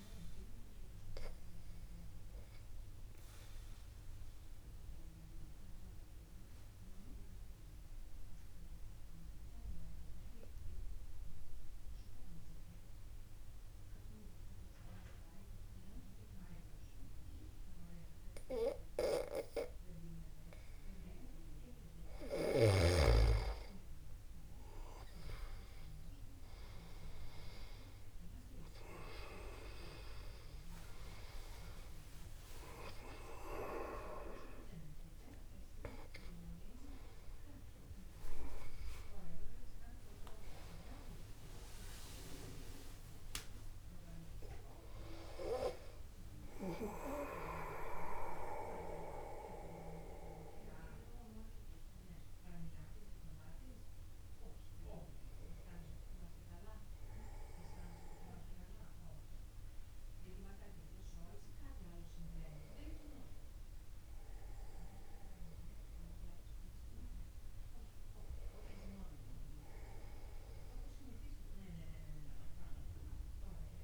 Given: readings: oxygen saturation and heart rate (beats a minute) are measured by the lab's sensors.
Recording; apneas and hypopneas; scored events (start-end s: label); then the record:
a person partly awake in a sleep study, by a room microphone; 1
4.00-22.50 s: obstructive apnea (oxygen 98% before, 93% lowest, heart rate 50 before, 50 extreme, up 9 after)
28.00-30.00 s: long interval between heartbeats (device-marked, heart rate 50 before, 59 extreme)
29.00-59.00 s: new sleep stage, awake
33.00-35.00 s: long interval between heartbeats (device-marked, heart rate 52 before, 69 extreme)
36.50-38.50 s: long interval between heartbeats (device-marked, heart rate 55 before, 69 extreme)
39.00-41.00 s: long interval between heartbeats (device-marked, heart rate 58 before, 72 extreme)
44.50-46.50 s: long interval between heartbeats (device-marked, heart rate 62 before, 65 extreme)
59.00-73.84 s: new sleep stage, N2 (light sleep)
From the record:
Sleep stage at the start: N2 (light sleep); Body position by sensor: upright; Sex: male